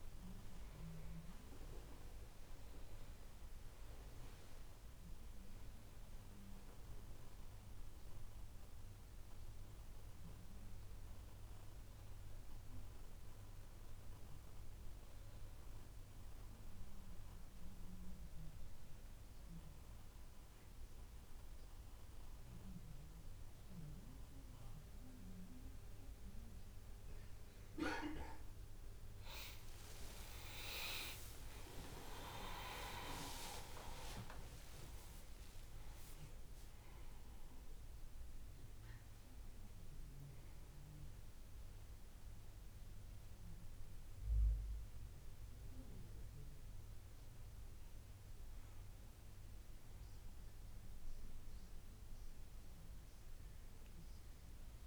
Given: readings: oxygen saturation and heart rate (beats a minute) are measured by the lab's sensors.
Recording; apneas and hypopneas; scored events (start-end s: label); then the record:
breathing in sleep by a room microphone; none
25.00-54.87 s: new sleep stage, N3 (deep sleep)
31.00-36.00 s: arousal
From the record:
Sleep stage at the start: N2 (light sleep); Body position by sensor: on the back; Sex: male